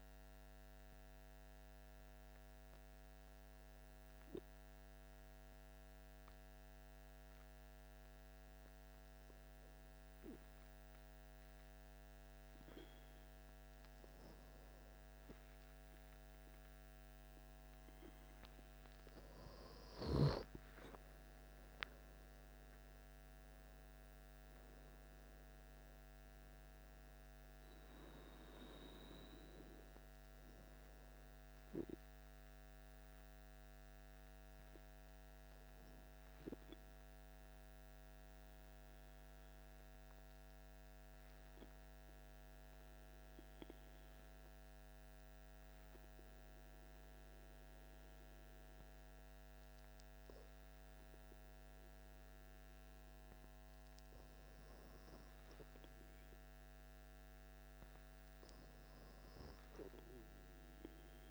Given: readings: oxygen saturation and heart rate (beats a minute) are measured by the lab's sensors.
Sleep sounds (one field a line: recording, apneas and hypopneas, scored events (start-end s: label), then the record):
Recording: breathing in sleep by a microphone on the trachea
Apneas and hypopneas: 2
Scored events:
0.50-13.50 s: obstructive apnea (oxygen 98% before, 96% lowest, heart rate 60 before, 53 extreme, up 3 after)
21.50-26.00 s: arousal
37.50-54.00 s: obstructive apnea (oxygen 99% before, 96% lowest, heart rate 59 before, 57 extreme, up 2 after)
57.00-60.00 s: arousal
From the record:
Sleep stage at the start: N2 (light sleep)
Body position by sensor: on the back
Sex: male